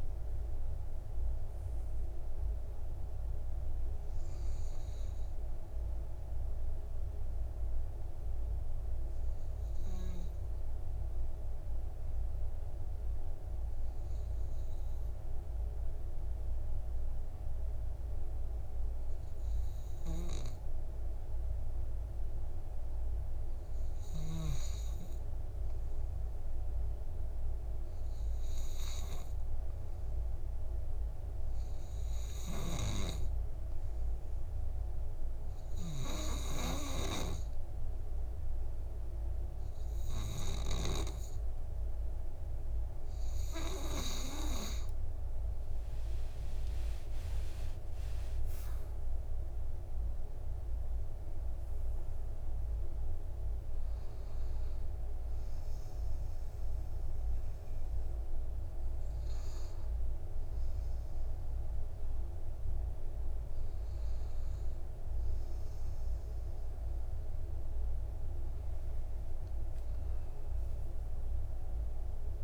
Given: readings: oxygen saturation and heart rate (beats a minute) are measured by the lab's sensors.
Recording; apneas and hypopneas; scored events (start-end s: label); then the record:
breathing in sleep by a room microphone; 2
0.00-1.50 s: arousal
0.00-13.00 s: oxygen desaturation (device-marked, oxygen 93% lowest, heart rate 46 extreme)
7.50-43.50 s: obstructive apnea (oxygen 99% before, 92% lowest, heart rate 56 before, 50 extreme, up 11 after)
34.00-50.00 s: oxygen desaturation (device-marked, oxygen 98% before, 93% lowest, heart rate 54 before, 52 extreme)
46.00-49.50 s: arousal
55.00-67.00 s: hypopnea (oxygen 98% before, 92% lowest, heart rate 58 before, 46 extreme, up 11 after)
68.50-71.00 s: arousal
From the record:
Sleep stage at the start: N2 (light sleep); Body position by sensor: on the back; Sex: male